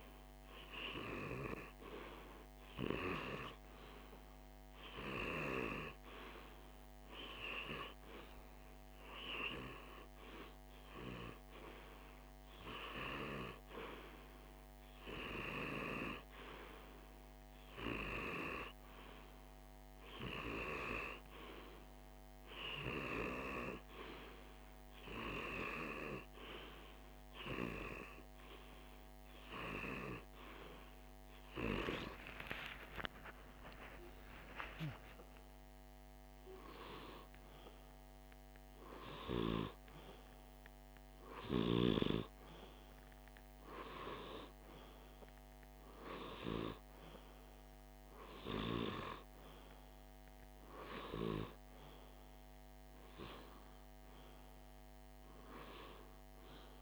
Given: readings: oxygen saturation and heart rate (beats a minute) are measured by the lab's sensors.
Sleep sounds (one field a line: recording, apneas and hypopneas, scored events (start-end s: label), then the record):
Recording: breathing in sleep by a microphone on the trachea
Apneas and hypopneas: none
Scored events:
31.50-35.00 s: arousal
35.50-42.50 s: oxygen desaturation (device-marked, oxygen 97% before, 94% lowest, heart rate 50 before, 48 extreme)
From the record:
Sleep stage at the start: REM sleep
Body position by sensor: on the left side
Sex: male